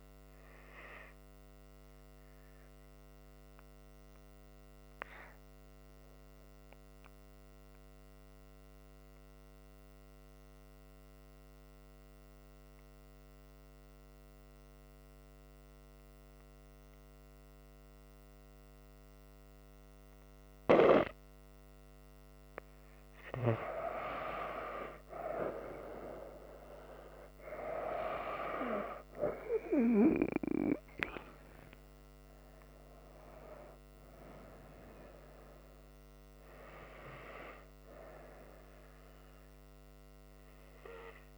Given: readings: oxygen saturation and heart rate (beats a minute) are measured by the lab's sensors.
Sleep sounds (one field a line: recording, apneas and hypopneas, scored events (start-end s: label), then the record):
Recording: breathing in sleep by a microphone on the trachea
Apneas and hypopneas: 1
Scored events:
6.50-22.00 s: obstructive apnea (oxygen 98% before, 94% lowest, heart rate 68 before, 63 extreme, up 5 after)
25.50-30.00 s: arousal
From the record:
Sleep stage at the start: N2 (light sleep)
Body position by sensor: on the front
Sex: female